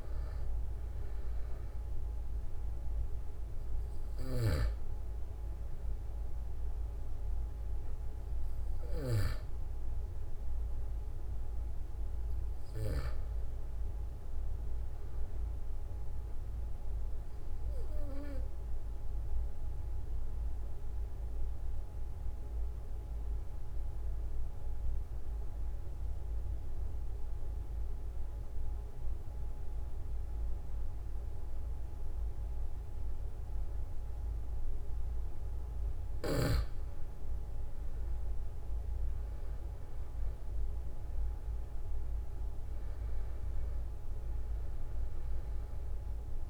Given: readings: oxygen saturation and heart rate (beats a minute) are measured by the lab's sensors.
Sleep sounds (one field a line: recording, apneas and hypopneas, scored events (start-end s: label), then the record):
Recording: breathing in sleep, hard to hear, by a room microphone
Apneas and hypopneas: 1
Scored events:
0.00-24.00 s: oxygen desaturation (device-marked, oxygen 91% lowest, heart rate 44 extreme)
4.50-9.50 s: snoring (device-marked)
16.00-35.50 s: obstructive apnea (oxygen 97% before, 91% lowest, heart rate 45 before, 44 extreme, up 4 after)
38.50-42.50 s: arousal
45.00-46.50 s: oxygen desaturation (device-marked, oxygen 96% before, 92% lowest, heart rate 46 before, 44 extreme)
From the record:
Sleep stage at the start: N2 (light sleep)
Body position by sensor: on the back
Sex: male